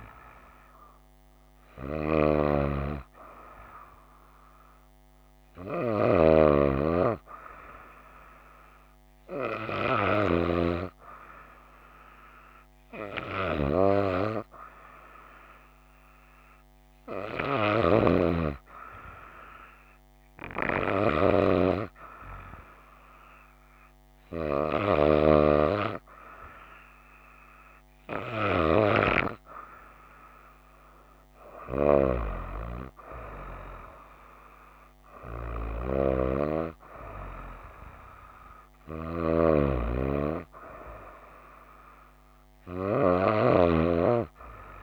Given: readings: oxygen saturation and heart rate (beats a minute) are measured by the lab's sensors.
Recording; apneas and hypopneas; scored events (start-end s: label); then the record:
breathing in sleep by a microphone on the trachea; none
none scored
From the record:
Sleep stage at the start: N2 (light sleep); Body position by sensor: on the right side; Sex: female